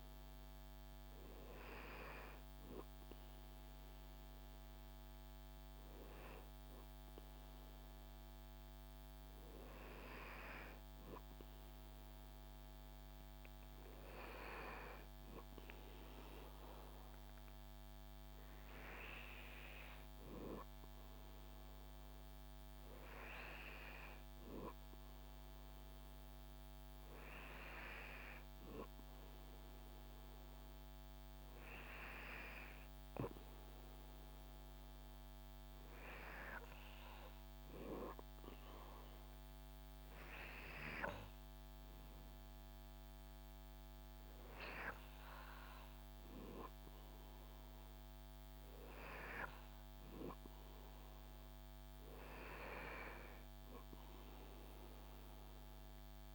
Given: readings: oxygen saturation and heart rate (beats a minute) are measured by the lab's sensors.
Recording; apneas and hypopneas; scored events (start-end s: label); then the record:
breathing in sleep by a microphone on the trachea; none
none scored
From the record:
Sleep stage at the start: N2 (light sleep); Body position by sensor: on the back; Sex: male